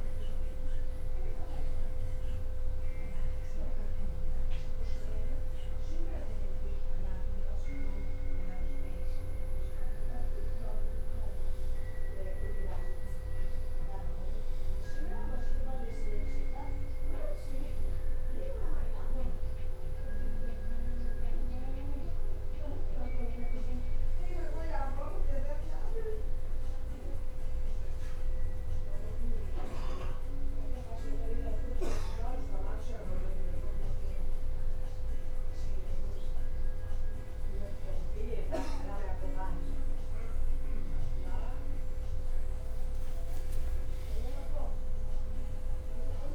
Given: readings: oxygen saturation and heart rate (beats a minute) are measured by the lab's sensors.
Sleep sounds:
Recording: breathing in sleep by a room microphone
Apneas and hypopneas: none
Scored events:
none scored
From the record:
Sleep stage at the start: N2 (light sleep)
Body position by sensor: on the back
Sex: male

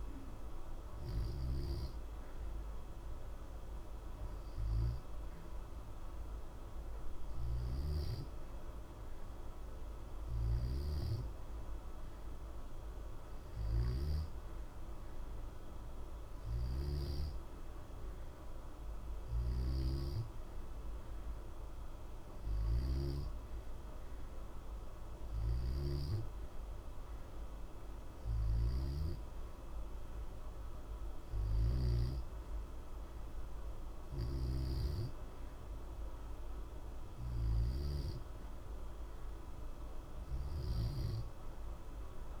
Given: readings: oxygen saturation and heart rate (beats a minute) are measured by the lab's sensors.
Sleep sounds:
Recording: breathing in sleep by a room microphone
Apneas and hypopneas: none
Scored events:
25.00-31.50 s: snoring (device-marked)
From the record:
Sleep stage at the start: N2 (light sleep)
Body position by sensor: on the back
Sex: male

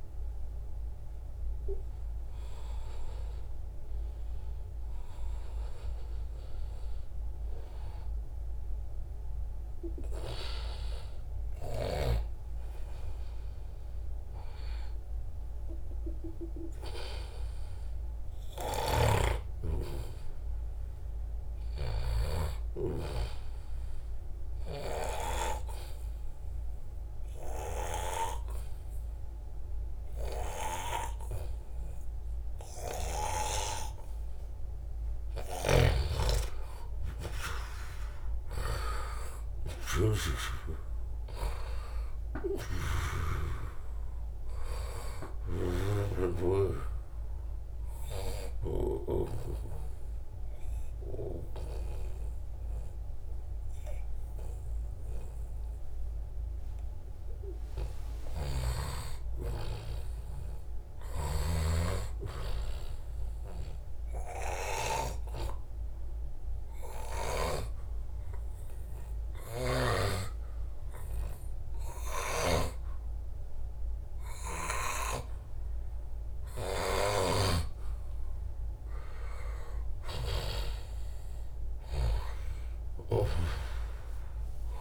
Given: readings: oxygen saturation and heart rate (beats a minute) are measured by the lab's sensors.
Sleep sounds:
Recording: a person partly awake in a sleep study, by a room microphone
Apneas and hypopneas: 3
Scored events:
18.50-23.00 s: snoring (device-marked)
20.00-84.81 s: new sleep stage, N2 (light sleep)
24.00-35.00 s: obstructive apnea (oxygen 97% before, 90% lowest, heart rate 83 before, 78 extreme, up 1 after)
32.00-57.00 s: oxygen desaturation (device-marked, oxygen 96% before, 90% lowest, heart rate 80 before, 76 extreme)
37.00-41.00 s: arousal
42.50-49.50 s: snoring (device-marked)
46.00-57.00 s: obstructive apnea (oxygen 96% before, 90% lowest, heart rate 82 before, 76 extreme)
58.00-61.50 s: snoring (device-marked)
59.00-62.50 s: arousal
65.50-78.00 s: obstructive apnea (oxygen 96% before, 90% lowest, heart rate 82 before, 78 extreme, up 3 after)
80.50-84.50 s: arousal
From the record:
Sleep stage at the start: awake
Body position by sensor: on the back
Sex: male

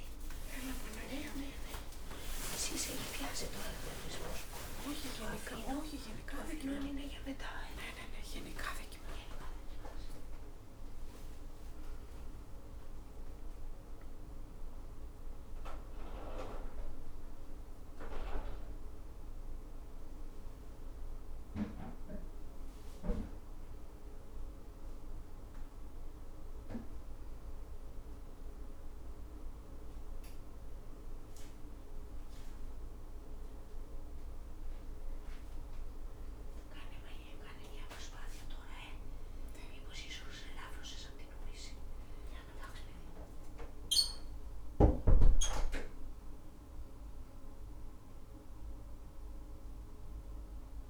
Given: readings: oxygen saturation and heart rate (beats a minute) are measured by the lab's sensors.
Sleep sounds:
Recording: a person partly awake in a sleep study, by a room microphone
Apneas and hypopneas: none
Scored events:
1.50-50.90 s: new sleep stage, N1 (lightest sleep)
40.00-45.50 s: arousal
From the record:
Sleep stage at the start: awake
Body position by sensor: on the back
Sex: female

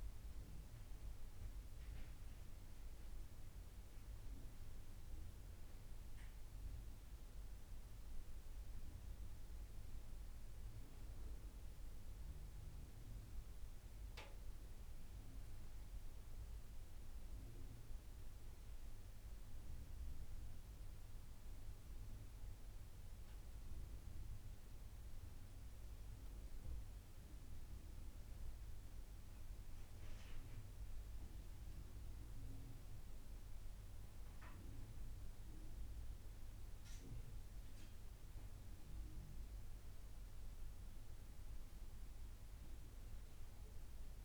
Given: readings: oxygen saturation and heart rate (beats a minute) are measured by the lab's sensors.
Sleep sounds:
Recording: breathing in sleep, hard to hear, by a room microphone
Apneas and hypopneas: none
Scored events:
none scored
From the record:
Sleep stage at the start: N2 (light sleep)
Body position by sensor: on the back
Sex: female

